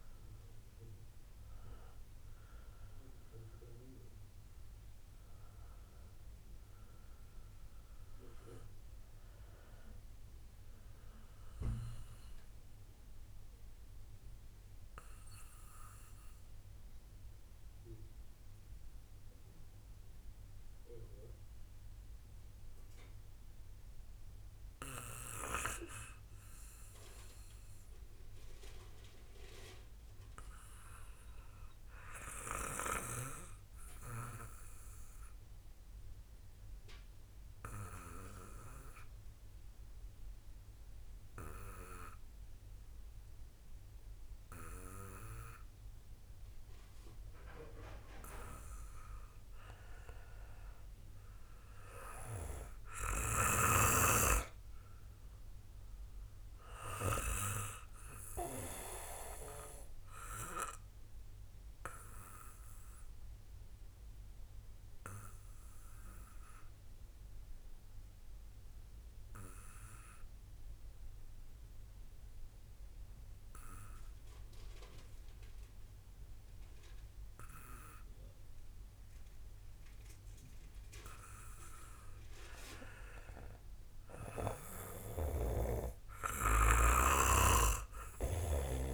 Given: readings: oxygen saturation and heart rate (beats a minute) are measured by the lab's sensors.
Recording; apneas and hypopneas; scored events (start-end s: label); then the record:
breathing in sleep by a room microphone; 2
0.00-2.00 s: arousal
12.50-48.50 s: mixed apnea (oxygen 97% before, 91% lowest, heart rate 35 before, 43 extreme, up 1 after)
49.50-77.50 s: oxygen desaturation (device-marked, oxygen 96% before, 91% lowest, heart rate 58 before, 43 extreme)
52.00-55.50 s: arousal
62.00-80.50 s: obstructive apnea (oxygen 98% before, 91% lowest, heart rate 52 before, 48 extreme)
83.00-87.00 s: arousal
85.00-88.50 s: snoring (device-marked)
From the record:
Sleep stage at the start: N2 (light sleep); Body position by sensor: on the back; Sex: male